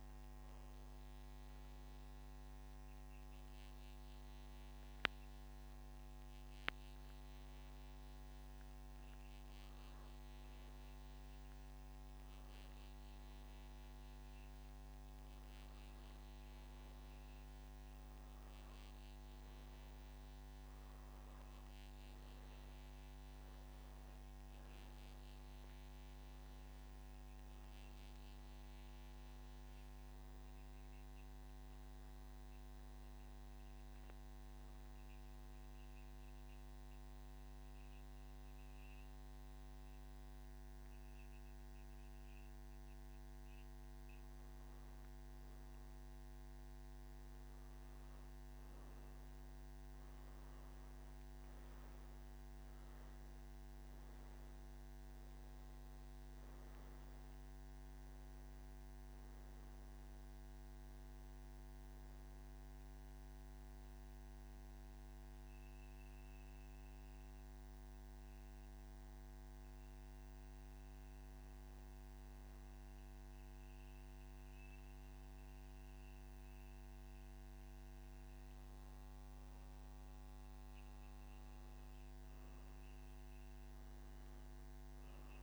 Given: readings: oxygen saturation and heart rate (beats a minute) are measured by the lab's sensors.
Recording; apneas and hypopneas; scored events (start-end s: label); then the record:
breathing in sleep, hard to hear, by a microphone on the trachea; 2
34.50-47.00 s: obstructive apnea (oxygen 98% before, 93% lowest, heart rate 127 before, 121 extreme, up 8 after)
65.00-78.50 s: obstructive apnea (oxygen 96% before, 93% lowest, heart rate 126 before, 119 extreme)
From the record:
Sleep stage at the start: N1 (lightest sleep); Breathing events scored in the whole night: 129 in 4.0 hours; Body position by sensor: on the back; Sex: male